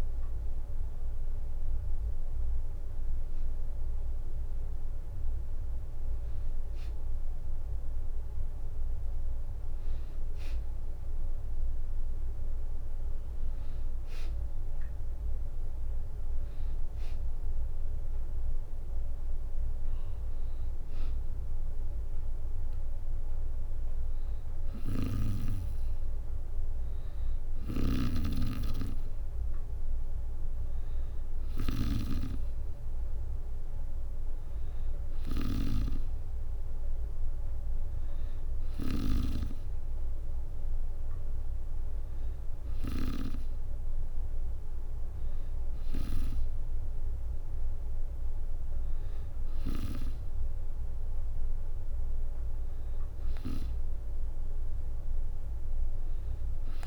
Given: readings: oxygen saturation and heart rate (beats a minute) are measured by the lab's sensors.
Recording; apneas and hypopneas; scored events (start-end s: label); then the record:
breathing in sleep by a room microphone; none
27.00-43.00 s: snoring (device-marked)
From the record:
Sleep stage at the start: N2 (light sleep); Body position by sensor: on the back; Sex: female